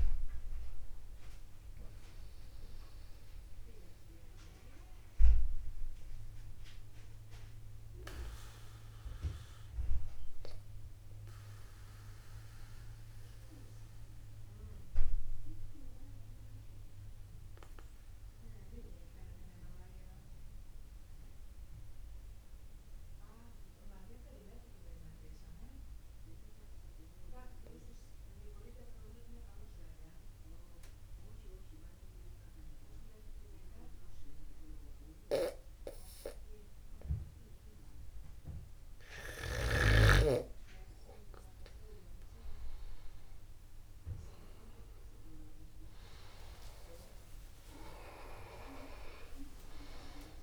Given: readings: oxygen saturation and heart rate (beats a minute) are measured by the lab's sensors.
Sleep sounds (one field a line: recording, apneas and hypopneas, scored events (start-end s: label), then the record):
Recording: breathing in sleep by a room microphone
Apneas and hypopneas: 1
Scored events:
8.00-38.00 s: obstructive apnea (oxygen 96% before, 92% lowest, heart rate 50 before, 49 extreme, up 1 after)
15.00-31.00 s: oxygen desaturation (device-marked, oxygen 96% before, 92% lowest, heart rate 50 before, 49 extreme)
46.50-48.50 s: long interval between heartbeats (device-marked, heart rate 49 before, 60 extreme)
48.00-50.43 s: arousal
49.00-50.43 s: long interval between heartbeats (device-marked, heart rate 53 before, 101 extreme)
From the record:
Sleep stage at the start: N2 (light sleep)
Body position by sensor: upright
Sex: male